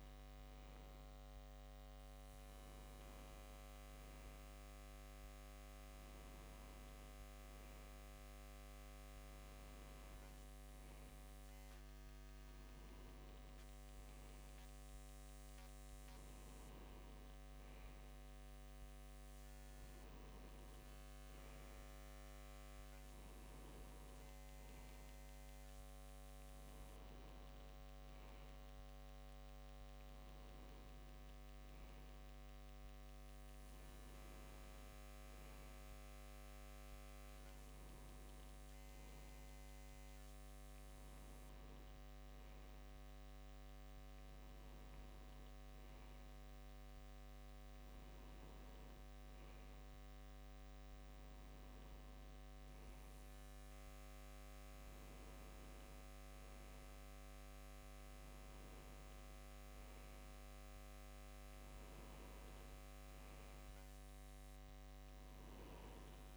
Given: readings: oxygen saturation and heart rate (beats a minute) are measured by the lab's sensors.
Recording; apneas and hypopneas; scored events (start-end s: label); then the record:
breathing in sleep, hard to hear, by a microphone on the trachea; none
30.50-36.50 s: bradycardia (device-marked, heart rate 62 before, 59 extreme)
From the record:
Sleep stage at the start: N2 (light sleep); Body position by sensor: on the left side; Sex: male